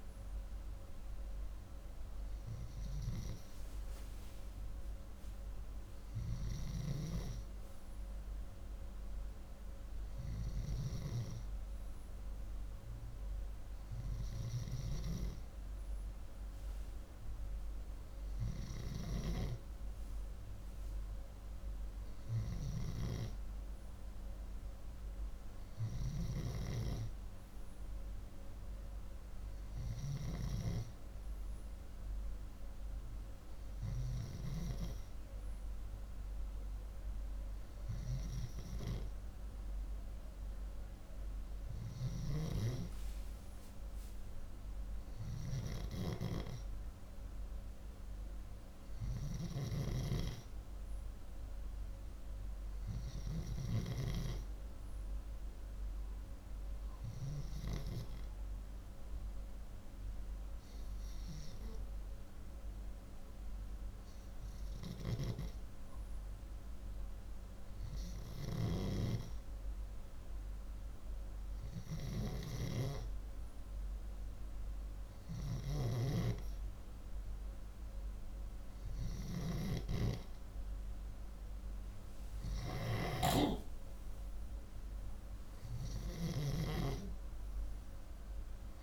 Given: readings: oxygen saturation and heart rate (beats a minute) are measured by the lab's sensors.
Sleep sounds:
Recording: breathing in sleep by a room microphone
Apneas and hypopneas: 1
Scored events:
57.50-69.00 s: hypopnea (oxygen 95% before, 91% lowest, heart rate 61 before, 58 extreme, up 5 after)
71.50-75.50 s: arousal
75.00-88.83 s: snoring (device-marked)
From the record:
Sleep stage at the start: N2 (light sleep)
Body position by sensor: upright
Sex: male

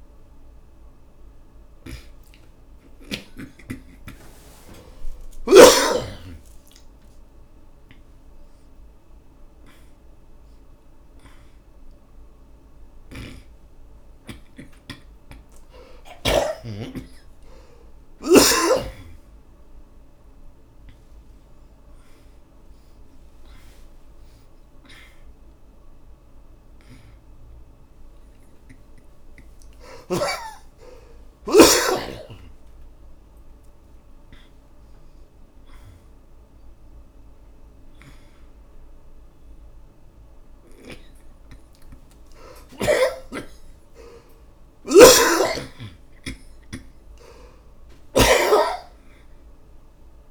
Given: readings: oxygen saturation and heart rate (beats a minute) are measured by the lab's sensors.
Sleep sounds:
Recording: a person awake in a sleep study, by a room microphone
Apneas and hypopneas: none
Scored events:
0.00-15.00 s: oxygen desaturation (device-marked, oxygen 67% lowest, heart rate 37 extreme)
13.00-16.50 s: snoring (device-marked)
45.00-50.31 s: snoring (device-marked)
50.00-50.31 s: new sleep stage, N2 (light sleep)
From the record:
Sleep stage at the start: awake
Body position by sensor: on the back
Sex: male

